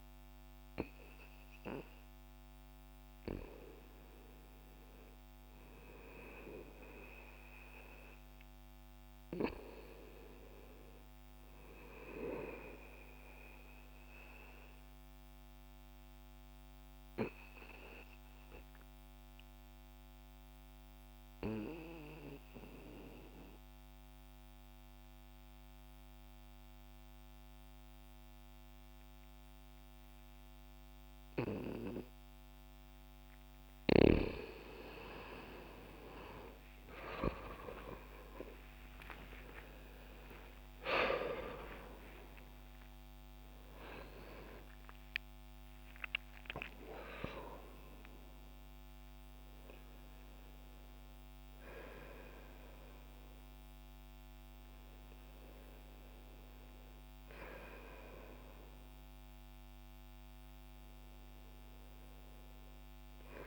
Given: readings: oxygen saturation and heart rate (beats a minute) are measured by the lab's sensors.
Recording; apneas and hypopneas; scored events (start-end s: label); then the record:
breathing in sleep by a microphone on the trachea; 1
2.00-6.50 s: arousal
7.00-30.00 s: oxygen desaturation (device-marked, oxygen 96% before, 91% lowest, heart rate 66 before, 62 extreme)
12.50-32.50 s: obstructive apnea (oxygen 96% before, 87% lowest, heart rate 65 before, 62 extreme, up 25 after)
35.00-52.00 s: oxygen desaturation (device-marked, oxygen 94% before, 89% lowest, heart rate 65 before, 65 extreme)
38.00-43.00 s: arousal
48.00-63.47 s: new sleep stage, N1 (lightest sleep)
54.00-63.47 s: oxygen desaturation (device-marked, oxygen 92% before, 87% lowest, heart rate 79 before, 65 extreme)
From the record:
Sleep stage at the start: N2 (light sleep); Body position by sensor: on the back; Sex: male